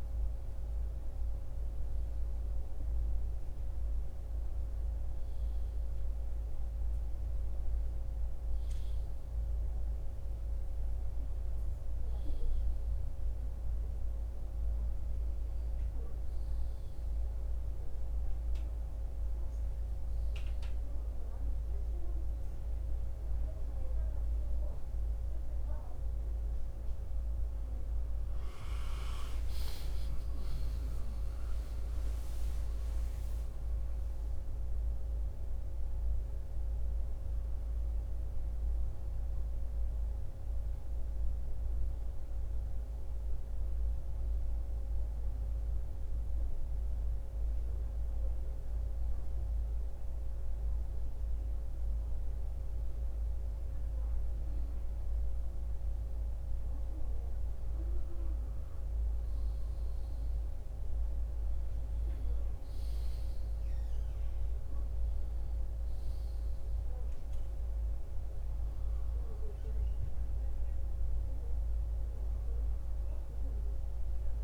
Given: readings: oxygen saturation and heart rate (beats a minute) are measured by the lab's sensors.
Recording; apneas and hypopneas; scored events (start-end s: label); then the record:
breathing in sleep, hard to hear, by a room microphone; 1
30.50-36.50 s: arousal
40.00-46.00 s: oxygen desaturation (device-marked, oxygen 94% before, 91% lowest)
45.00-55.50 s: mixed apnea (oxygen 95% before, 91% lowest)
57.50-62.00 s: arousal
60.00-74.44 s: new sleep stage, N2 (light sleep)
68.00-74.44 s: oxygen desaturation (device-marked, oxygen 98% before, 91% lowest)
From the record:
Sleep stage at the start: N1 (lightest sleep); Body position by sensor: on the back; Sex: male